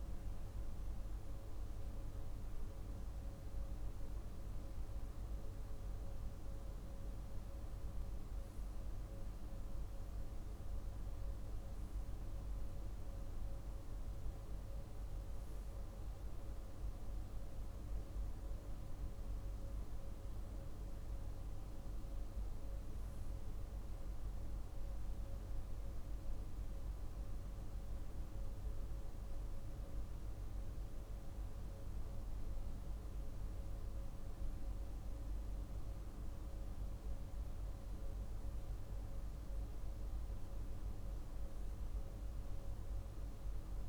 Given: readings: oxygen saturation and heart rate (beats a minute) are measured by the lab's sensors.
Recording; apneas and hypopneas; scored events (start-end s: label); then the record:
breathing in sleep, hard to hear, by a room microphone; none
none scored
From the record:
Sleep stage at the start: REM sleep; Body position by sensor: on the right side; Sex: male